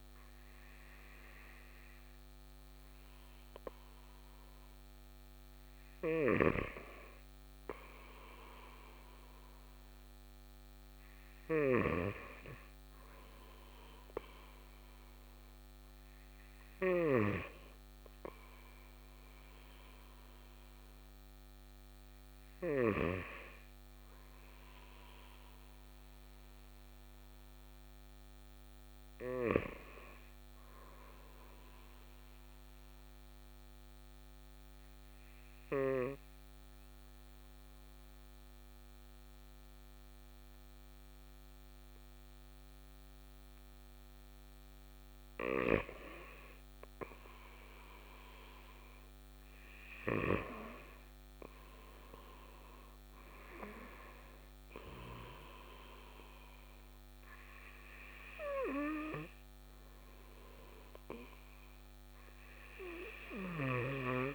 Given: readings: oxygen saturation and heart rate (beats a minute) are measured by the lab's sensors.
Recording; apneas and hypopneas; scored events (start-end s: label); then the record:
breathing in sleep by a microphone on the trachea; 1
32.50-45.00 s: mixed apnea (oxygen 97% before, 95% lowest, heart rate 54 before, 52 extreme, up 4 after)
47.00-50.50 s: arousal
From the record:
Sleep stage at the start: N2 (light sleep); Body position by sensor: on the right side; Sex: male